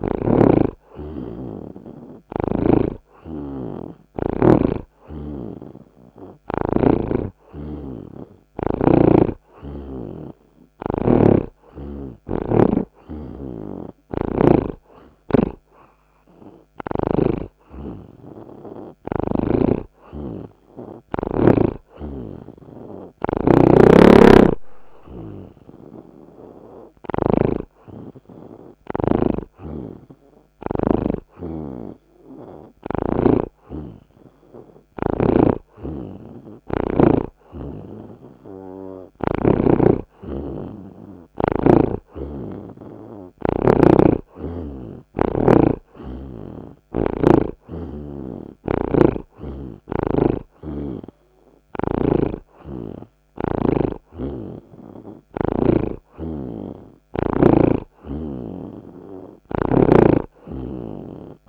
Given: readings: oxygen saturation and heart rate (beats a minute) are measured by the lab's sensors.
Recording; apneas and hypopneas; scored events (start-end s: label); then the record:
breathing in sleep by a microphone on the trachea; none
20.00-27.50 s: snoring (device-marked)
29.50-33.50 s: snoring (device-marked)
35.00-50.00 s: oxygen desaturation (device-marked, oxygen 82% before, 79% lowest)
35.50-40.00 s: snoring (device-marked)
52.00-56.00 s: snoring (device-marked)
55.00-61.49 s: oxygen desaturation (device-marked, oxygen 82% before, 79% lowest)
From the record:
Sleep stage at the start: N2 (light sleep); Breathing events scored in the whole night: 49 in 2.9 hours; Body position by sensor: on the right side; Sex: male